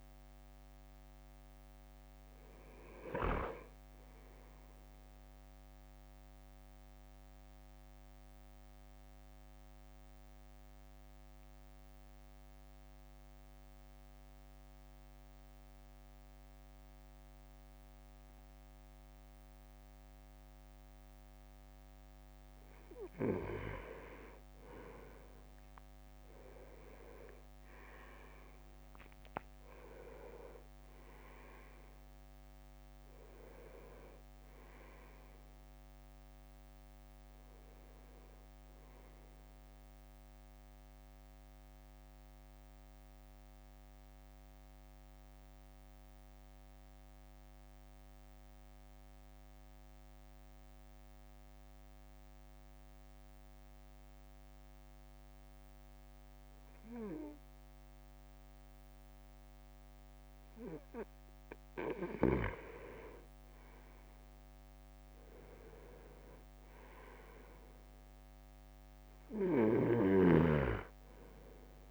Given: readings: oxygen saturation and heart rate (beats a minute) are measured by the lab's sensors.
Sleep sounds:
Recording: breathing in sleep by a microphone on the trachea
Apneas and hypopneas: 2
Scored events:
0.00-3.50 s: drop in pulse transit time (device-marked, heart rate 59 extreme)
0.00-3.50 s: oxygen desaturation (device-marked, oxygen 95% lowest, heart rate 49 extreme)
8.00-23.50 s: central apnea (oxygen 99% before, 96% lowest, heart rate 67 before, 51 extreme, up 9 after)
25.00-27.50 s: leg movement (device-marked)
27.00-31.50 s: arousal
28.00-34.50 s: leg movement (device-marked)
41.00-62.50 s: mixed apnea (oxygen 99% before, 96% lowest, heart rate 57 before, 50 extreme, up 5 after)
64.50-68.00 s: arousal
69.50-71.91 s: snoring (device-marked)
From the record:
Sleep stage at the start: N2 (light sleep)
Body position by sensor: on the right side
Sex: male

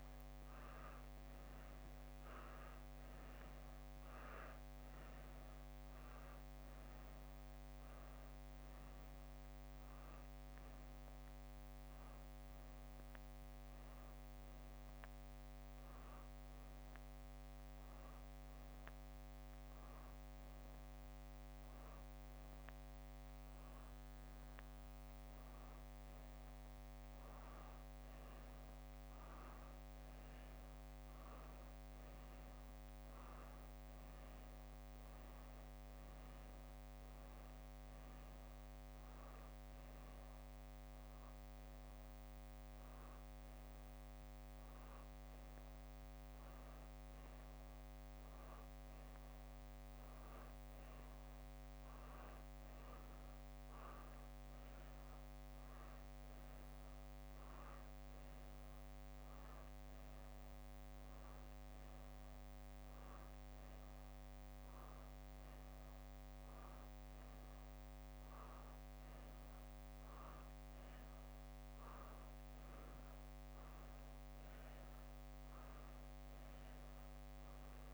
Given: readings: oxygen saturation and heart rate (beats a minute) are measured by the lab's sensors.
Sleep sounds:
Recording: a person partly awake in a sleep study, hard to hear, by a microphone on the trachea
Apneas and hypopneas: 2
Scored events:
0.00-5.50 s: leg movement (device-marked)
14.50-25.00 s: obstructive apnea (oxygen 93% before, 91% lowest, heart rate 67 before, 63 extreme, up 1 after)
29.50-33.50 s: arousal
40.00-51.50 s: obstructive apnea (oxygen 94% before, 91% lowest, heart rate 64 before, 64 extreme, up 1 after)
54.00-77.94 s: new sleep stage, awake
58.00-64.00 s: leg movement (device-marked)
68.50-76.00 s: leg movement (device-marked)
From the record:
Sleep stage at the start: N1 (lightest sleep)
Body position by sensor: on the back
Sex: female

